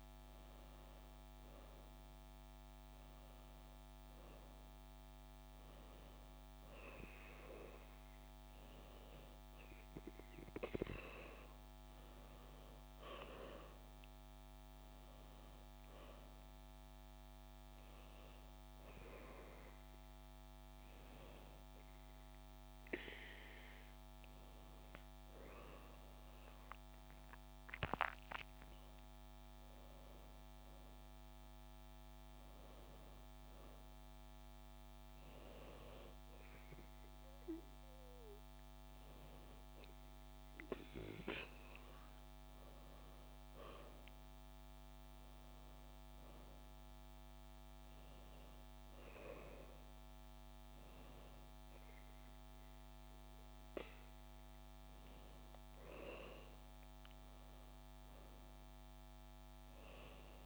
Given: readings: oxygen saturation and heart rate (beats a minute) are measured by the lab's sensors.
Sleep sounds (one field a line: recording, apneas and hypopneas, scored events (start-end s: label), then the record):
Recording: breathing in sleep by a microphone on the trachea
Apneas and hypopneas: none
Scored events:
none scored
From the record:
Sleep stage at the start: N2 (light sleep)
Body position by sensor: on the back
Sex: female